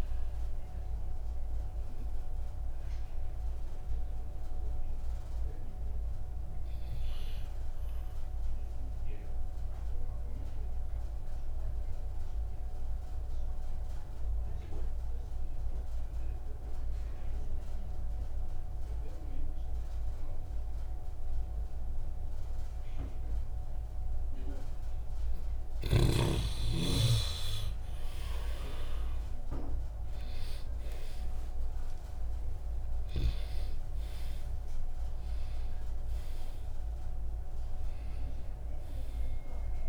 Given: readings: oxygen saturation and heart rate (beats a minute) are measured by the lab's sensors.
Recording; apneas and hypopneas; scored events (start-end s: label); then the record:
breathing in sleep by a room microphone; 1
0.00-16.00 s: oxygen desaturation (device-marked, oxygen 82% lowest, heart rate 56 extreme)
10.00-25.00 s: obstructive apnea (oxygen 98% before, 81% lowest, heart rate 64 before, 56 extreme, up 2 after)
27.50-33.50 s: arousal
29.00-39.89 s: oxygen desaturation (device-marked, oxygen 98% before, 81% lowest, heart rate 62 before, 58 extreme)
From the record:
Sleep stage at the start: N2 (light sleep); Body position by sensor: on the left side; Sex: male